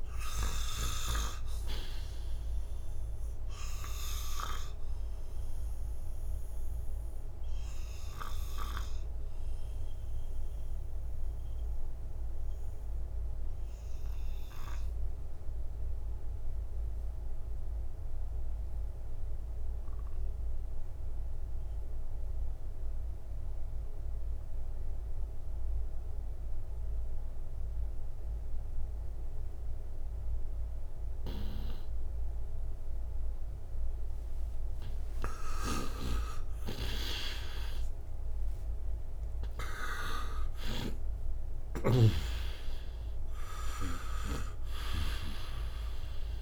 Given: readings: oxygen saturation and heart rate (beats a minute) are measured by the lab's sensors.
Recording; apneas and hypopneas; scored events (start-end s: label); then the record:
breathing in sleep by a room microphone; 1
0.00-1.00 s: snoring (device-marked)
0.00-25.00 s: oxygen desaturation (device-marked, oxygen 87% lowest, heart rate 56 extreme)
4.50-33.00 s: obstructive apnea (oxygen 97% before, 87% lowest, heart rate 63 before, 56 extreme, up 9 after)
35.00-46.42 s: oxygen desaturation (device-marked, oxygen 98% before, 87% lowest, heart rate 59 before, 57 extreme)
35.50-39.00 s: arousal
35.50-44.50 s: snoring (device-marked)
From the record:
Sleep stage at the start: N2 (light sleep); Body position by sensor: on the right side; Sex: male